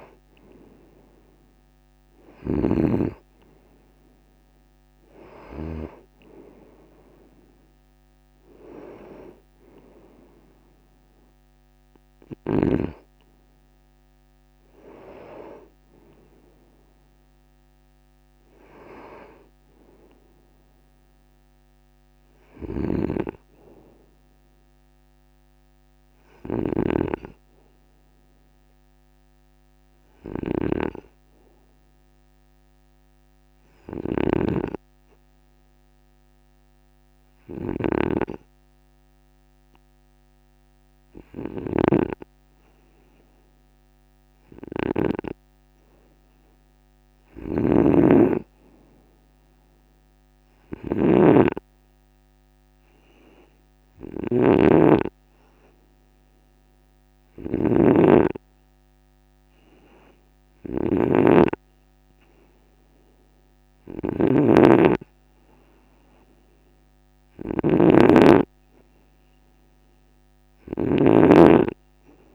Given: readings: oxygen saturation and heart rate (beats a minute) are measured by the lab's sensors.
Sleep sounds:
breathing in sleep by a microphone on the trachea; 1
0.00-5.50 s: snoring (device-marked)
22.00-72.35 s: snoring (device-marked)
27.00-44.50 s: hypopnea (oxygen 97% before, 95% lowest, heart rate 54 before, 52 extreme, up 3 after)
46.50-49.50 s: arousal
From the record:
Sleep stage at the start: N2 (light sleep); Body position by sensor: on the right side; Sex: male

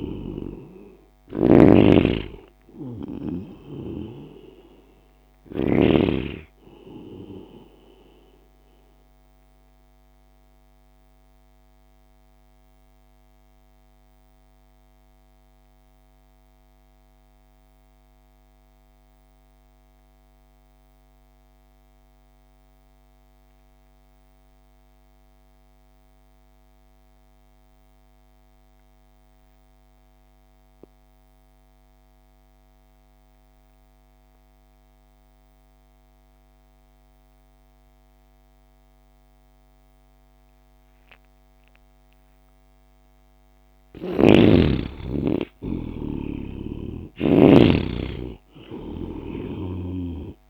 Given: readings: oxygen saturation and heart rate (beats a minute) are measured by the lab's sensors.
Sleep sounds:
breathing in sleep by a microphone on the trachea; 1
0.00-3.50 s: snoring (device-marked)
0.00-23.50 s: oxygen desaturation (device-marked, oxygen 85% lowest)
9.00-43.00 s: mixed apnea (oxygen 100% before, 83% lowest)
35.50-50.50 s: oxygen desaturation (device-marked, oxygen 100% before, 83% lowest)
44.50-48.00 s: arousal
From the record:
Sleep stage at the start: N2 (light sleep); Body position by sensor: on the right side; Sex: male

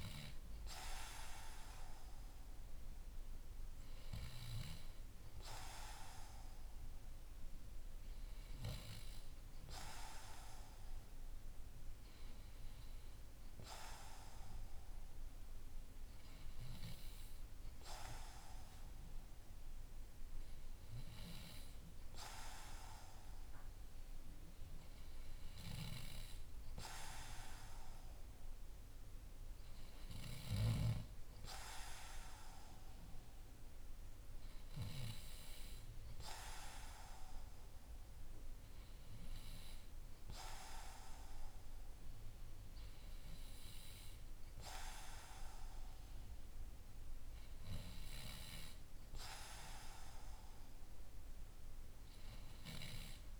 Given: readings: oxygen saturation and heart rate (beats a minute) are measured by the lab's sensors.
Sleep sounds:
breathing in sleep by a room microphone; none
none scored
From the record:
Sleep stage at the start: N2 (light sleep); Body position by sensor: on the back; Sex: male

